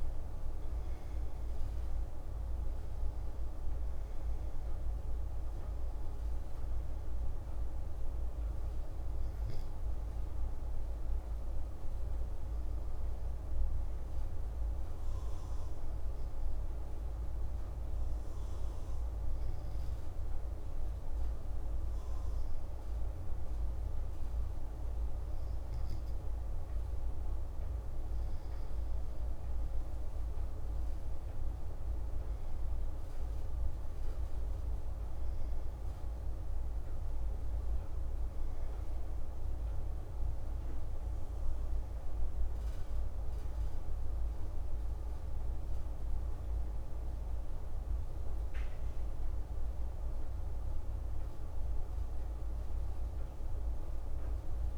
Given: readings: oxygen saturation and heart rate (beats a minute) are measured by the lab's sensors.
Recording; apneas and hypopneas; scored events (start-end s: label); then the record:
breathing in sleep, hard to hear, by a room microphone; 1
9.00-24.00 s: hypopnea (oxygen 97% before, 95% lowest, heart rate 87 before, 83 extreme)
26.50-31.00 s: arousal
From the record:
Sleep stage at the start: N2 (light sleep); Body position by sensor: on the back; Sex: male